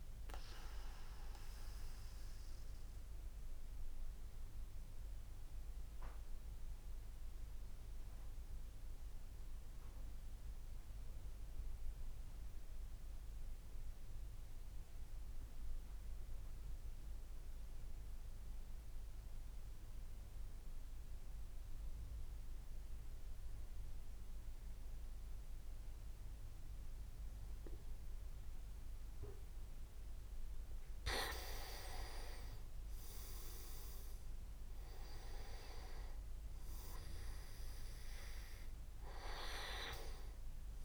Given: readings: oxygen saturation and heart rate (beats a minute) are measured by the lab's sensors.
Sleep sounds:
breathing in sleep by a room microphone; 1
0.50-31.00 s: mixed apnea (oxygen 97% before, 94% lowest)
27.50-40.85 s: oxygen desaturation (device-marked, oxygen 98% before, 95% lowest)
33.00-37.00 s: arousal
From the record:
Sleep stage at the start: N2 (light sleep); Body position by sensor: on the back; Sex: male

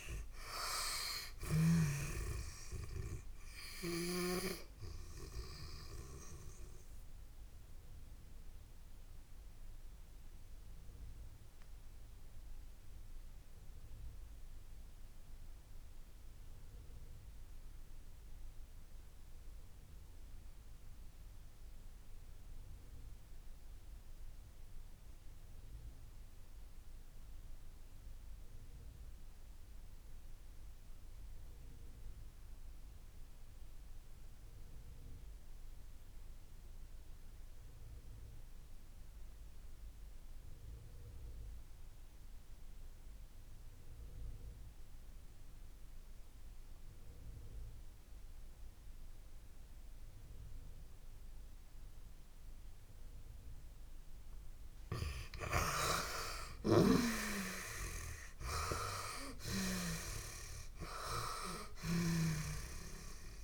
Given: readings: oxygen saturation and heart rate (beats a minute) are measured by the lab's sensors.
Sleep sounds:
breathing in sleep by a room microphone; 1
3.00-28.00 s: oxygen desaturation (device-marked, oxygen 97% before, 83% lowest)
5.50-53.50 s: obstructive apnea (oxygen 97% before, 74% lowest)
43.00-63.44 s: oxygen desaturation (device-marked, oxygen 96% before, 74% lowest)
56.00-60.00 s: arousal
From the record:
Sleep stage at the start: N2 (light sleep); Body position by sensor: on the back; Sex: female

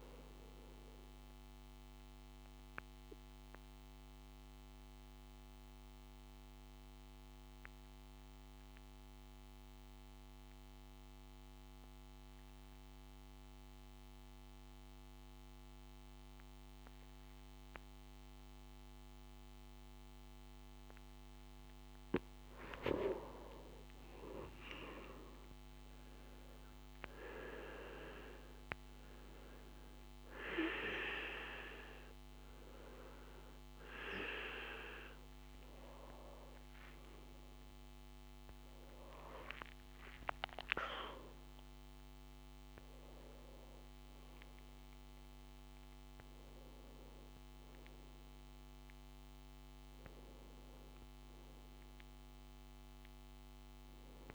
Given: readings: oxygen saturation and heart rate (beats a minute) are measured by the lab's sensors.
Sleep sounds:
breathing in sleep by a microphone on the trachea; 1
0.50-21.00 s: obstructive apnea (oxygen 96% before, 89% lowest, heart rate 58 before, 58 extreme, up 5 after)
19.00-53.00 s: oxygen desaturation (device-marked, oxygen 94% before, 89% lowest, heart rate 58 before, 55 extreme)
23.00-27.50 s: arousal
From the record:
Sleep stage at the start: N2 (light sleep); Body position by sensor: on the right side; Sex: male

